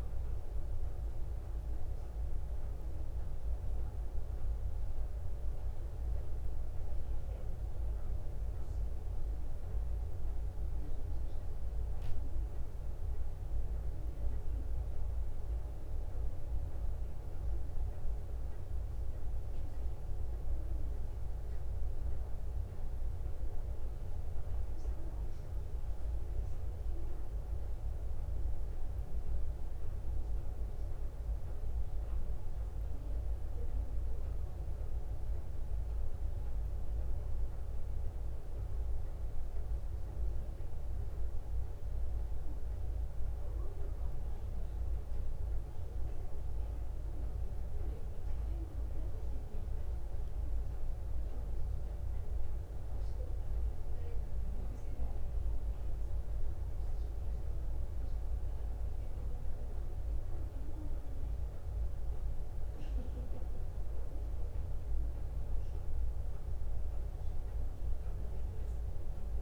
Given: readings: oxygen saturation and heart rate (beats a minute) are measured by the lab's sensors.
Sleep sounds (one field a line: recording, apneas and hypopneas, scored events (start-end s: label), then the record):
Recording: breathing in sleep, hard to hear, by a room microphone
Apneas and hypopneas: none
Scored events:
none scored
From the record:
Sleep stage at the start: N2 (light sleep)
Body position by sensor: on the back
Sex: female